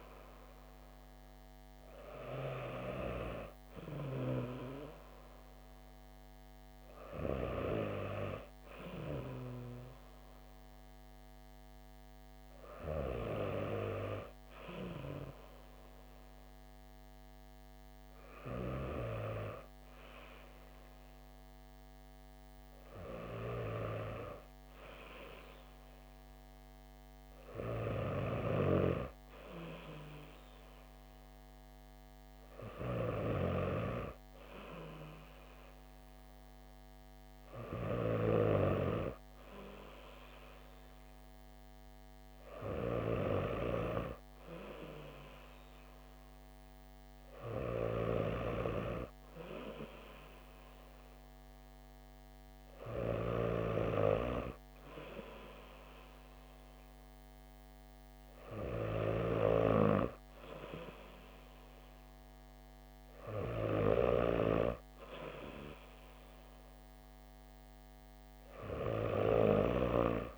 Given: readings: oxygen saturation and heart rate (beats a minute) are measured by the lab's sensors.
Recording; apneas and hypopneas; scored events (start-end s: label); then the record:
breathing in sleep by a microphone on the trachea; none
none scored
From the record:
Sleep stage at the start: N2 (light sleep); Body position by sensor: on the back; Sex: female